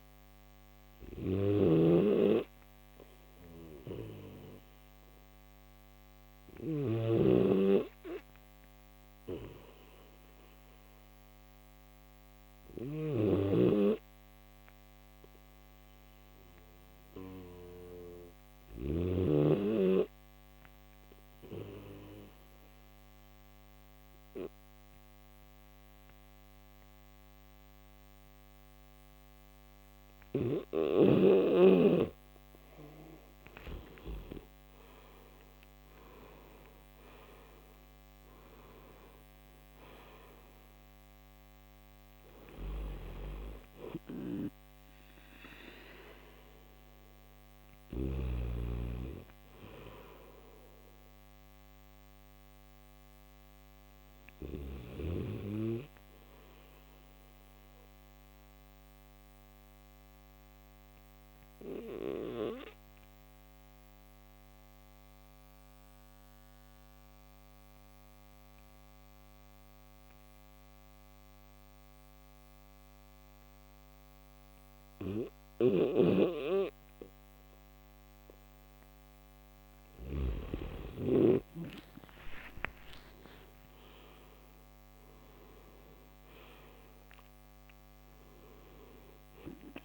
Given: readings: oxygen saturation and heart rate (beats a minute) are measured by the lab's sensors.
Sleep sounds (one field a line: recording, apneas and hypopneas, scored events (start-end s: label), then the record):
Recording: breathing in sleep by a microphone on the trachea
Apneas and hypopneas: 2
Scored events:
0.00-6.50 s: snoring (device-marked)
12.50-18.50 s: snoring (device-marked)
21.00-32.00 s: obstructive apnea (oxygen 94% before, 89% lowest, heart rate 77 before, 67 extreme, up 9 after)
29.50-34.00 s: snoring (device-marked)
41.00-56.00 s: oxygen desaturation (device-marked, oxygen 93% before, 89% lowest, heart rate 78 before, 66 extreme)
56.50-78.50 s: obstructive apnea (oxygen 96% before, 90% lowest, heart rate 77 before, 68 extreme, up 9 after)
75.00-80.00 s: snoring (device-marked)
78.00-89.85 s: oxygen desaturation (device-marked, oxygen 97% before, 90% lowest, heart rate 72 before, 66 extreme)
From the record:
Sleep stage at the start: N2 (light sleep)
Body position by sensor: on the back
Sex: male